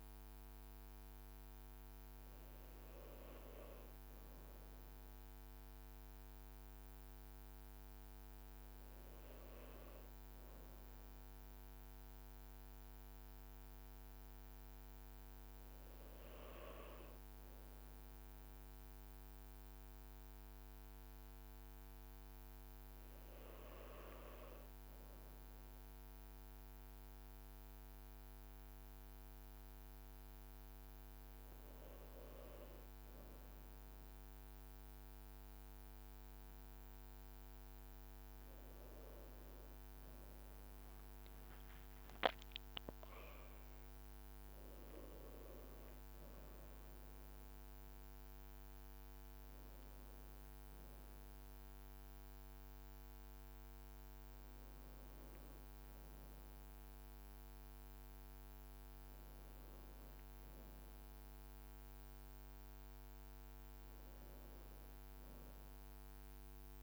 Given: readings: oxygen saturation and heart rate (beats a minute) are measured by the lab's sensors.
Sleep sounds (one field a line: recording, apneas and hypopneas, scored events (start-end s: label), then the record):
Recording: breathing in sleep, hard to hear, by a microphone on the trachea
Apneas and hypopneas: 1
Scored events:
0.00-4.50 s: arousal
9.00-31.50 s: hypopnea (oxygen 98% before, 94% lowest, heart rate 60 before, 61 extreme, up 2 after)
35.00-39.50 s: arousal
59.50-66.83 s: new sleep stage, N2 (light sleep)
From the record:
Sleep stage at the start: N1 (lightest sleep)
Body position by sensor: on the back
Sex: male